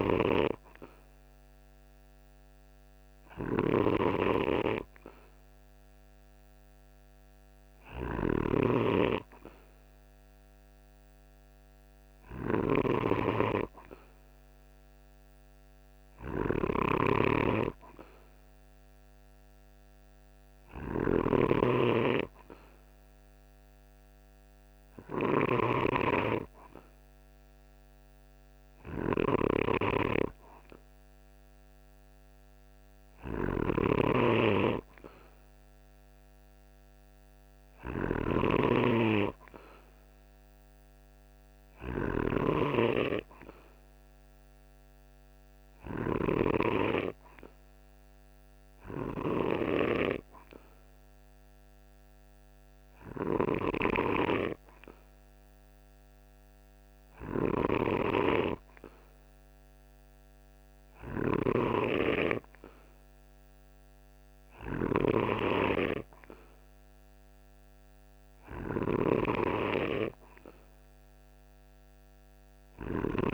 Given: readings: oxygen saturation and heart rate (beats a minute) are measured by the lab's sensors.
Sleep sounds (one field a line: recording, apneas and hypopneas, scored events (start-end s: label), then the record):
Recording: breathing in sleep by a microphone on the trachea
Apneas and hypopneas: none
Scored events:
0.00-49.00 s: snoring (device-marked)
57.00-73.34 s: snoring (device-marked)
From the record:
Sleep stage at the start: N2 (light sleep)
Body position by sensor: on the right side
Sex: male